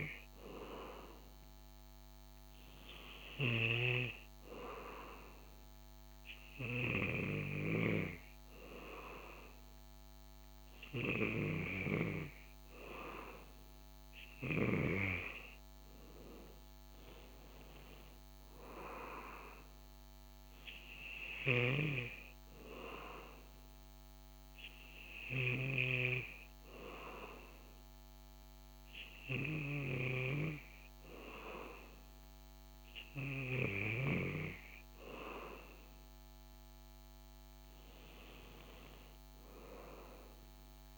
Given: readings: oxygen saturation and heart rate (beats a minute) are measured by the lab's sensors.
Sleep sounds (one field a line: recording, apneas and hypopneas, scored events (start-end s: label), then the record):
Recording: breathing in sleep by a microphone on the trachea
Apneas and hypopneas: 1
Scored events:
0.00-14.00 s: oxygen desaturation (device-marked, oxygen 94% lowest, heart rate 62 extreme)
23.50-36.00 s: hypopnea (oxygen 97% before, 94% lowest, heart rate 68 before, 62 extreme, up 18 after)
31.00-40.98 s: new sleep stage, awake
From the record:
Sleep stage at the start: N2 (light sleep)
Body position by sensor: on the back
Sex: male